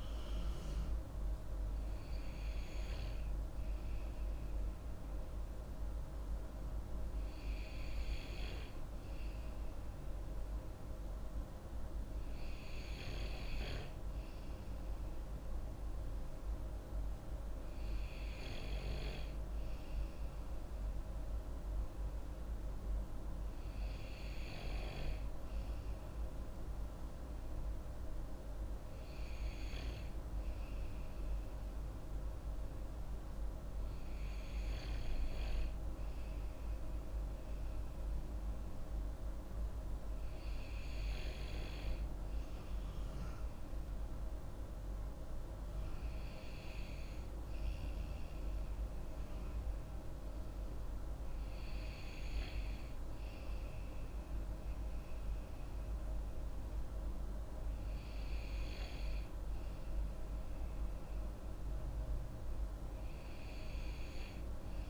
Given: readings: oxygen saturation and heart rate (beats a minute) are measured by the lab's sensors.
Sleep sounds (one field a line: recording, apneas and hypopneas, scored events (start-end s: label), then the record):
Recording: breathing in sleep, hard to hear, by a room microphone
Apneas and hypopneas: none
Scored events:
none scored
From the record:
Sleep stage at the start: N2 (light sleep)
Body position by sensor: on the back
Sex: female